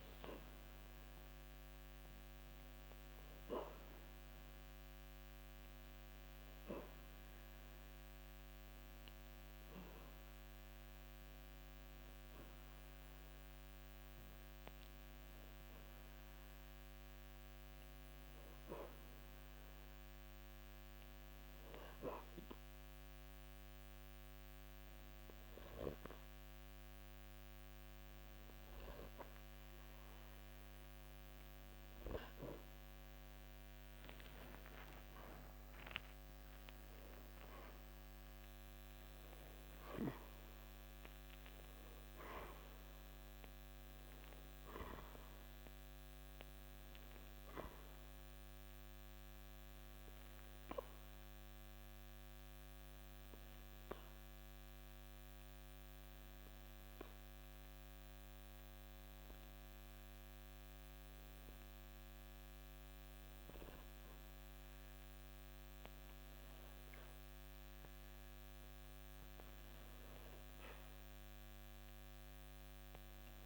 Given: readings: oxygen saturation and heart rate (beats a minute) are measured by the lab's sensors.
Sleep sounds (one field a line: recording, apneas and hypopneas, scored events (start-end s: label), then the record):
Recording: breathing in sleep by a microphone on the trachea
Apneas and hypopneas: 2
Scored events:
0.00-1.50 s: arousal
2.50-17.50 s: oxygen desaturation (device-marked, oxygen 97% before, 93% lowest, heart rate 55 before, 55 extreme)
21.00-34.50 s: hypopnea (oxygen 97% before, 92% lowest)
35.50-40.00 s: arousal
51.00-63.50 s: obstructive apnea (oxygen 95% before, 92% lowest)
66.50-71.00 s: arousal
From the record:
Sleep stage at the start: N2 (light sleep)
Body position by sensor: on the back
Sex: male